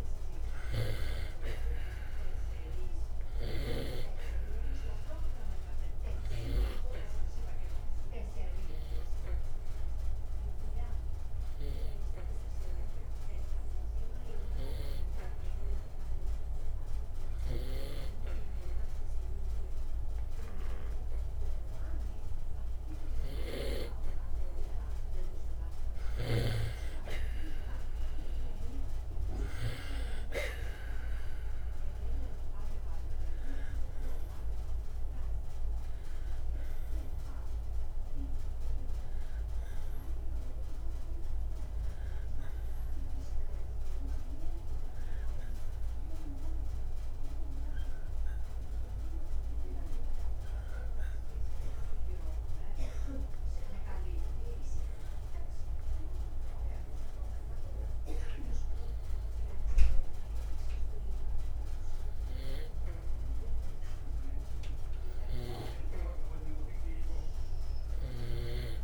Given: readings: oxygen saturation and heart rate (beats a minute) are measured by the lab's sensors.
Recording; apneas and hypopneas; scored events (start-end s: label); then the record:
breathing in sleep by a room microphone; 2
0.00-2.00 s: arousal
3.50-31.50 s: oxygen desaturation (device-marked, oxygen 92% before, 87% lowest, heart rate 62 before, 59 extreme)
6.50-22.50 s: hypopnea (oxygen 94% before, 87% lowest, heart rate 62 before, 60 extreme, up 2 after)
24.00-28.50 s: arousal
47.50-63.00 s: hypopnea (oxygen 93% before, 88% lowest, heart rate 62 before, 59 extreme, up 1 after)
47.50-68.50 s: oxygen desaturation (device-marked, oxygen 93% before, 88% lowest, heart rate 62 before, 59 extreme)
66.50-68.84 s: arousal
From the record:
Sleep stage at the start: N2 (light sleep); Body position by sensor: on the back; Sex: male